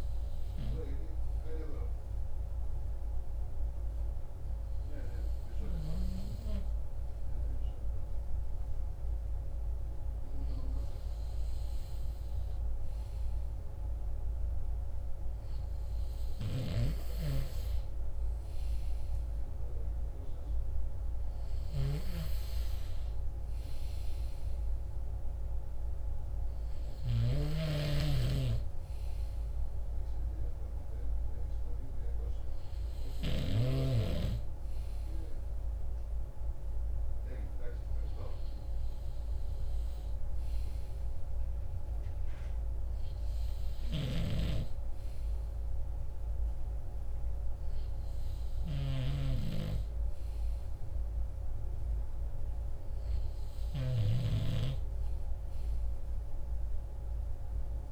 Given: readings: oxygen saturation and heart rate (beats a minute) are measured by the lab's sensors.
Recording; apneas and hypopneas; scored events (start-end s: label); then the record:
breathing in sleep by a room microphone; none
16.00-27.00 s: snoring (device-marked)
43.50-53.50 s: snoring (device-marked)
From the record:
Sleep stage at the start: N2 (light sleep); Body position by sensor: on the right side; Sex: male